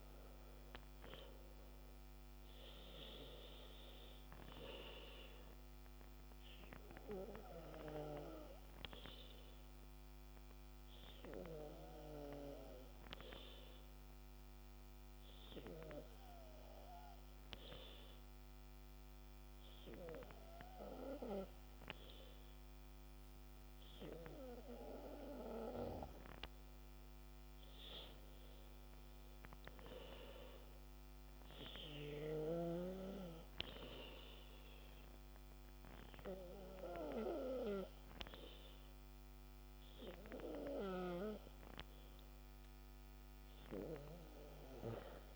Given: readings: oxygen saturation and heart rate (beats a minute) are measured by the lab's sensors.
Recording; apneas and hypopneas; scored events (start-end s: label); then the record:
breathing in sleep by a microphone on the trachea; 1
0.00-2.00 s: arousal
8.50-24.50 s: hypopnea (oxygen 97% before, 95% lowest, heart rate 69 before, 64 extreme, up 10 after)
27.00-30.00 s: arousal
From the record:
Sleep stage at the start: N2 (light sleep); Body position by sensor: on the back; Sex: male